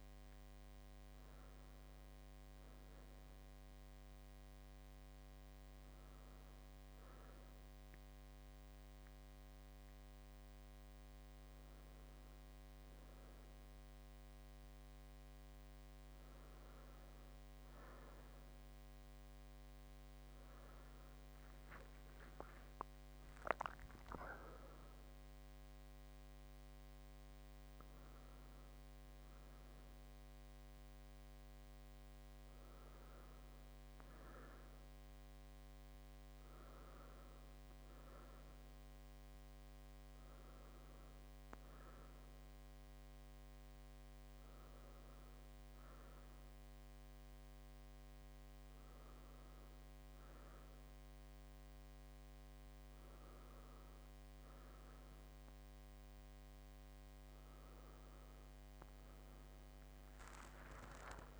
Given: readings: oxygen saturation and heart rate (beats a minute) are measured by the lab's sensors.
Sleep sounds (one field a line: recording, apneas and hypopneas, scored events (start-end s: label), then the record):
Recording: breathing in sleep, hard to hear, by a microphone on the trachea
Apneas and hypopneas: none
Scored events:
none scored
From the record:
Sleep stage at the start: N2 (light sleep)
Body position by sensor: on the left side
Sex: male